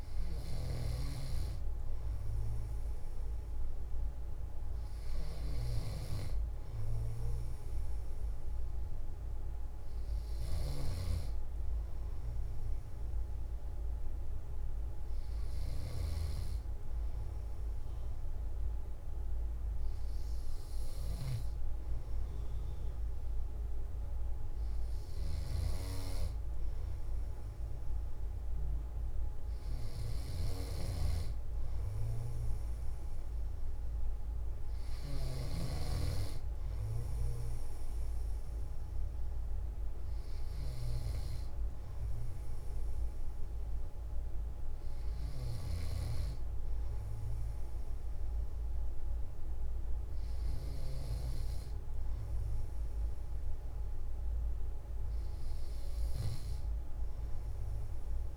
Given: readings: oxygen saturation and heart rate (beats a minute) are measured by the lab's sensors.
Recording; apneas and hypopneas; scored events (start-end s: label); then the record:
breathing in sleep by a room microphone; none
none scored
From the record:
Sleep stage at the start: N2 (light sleep); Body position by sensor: on the back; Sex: male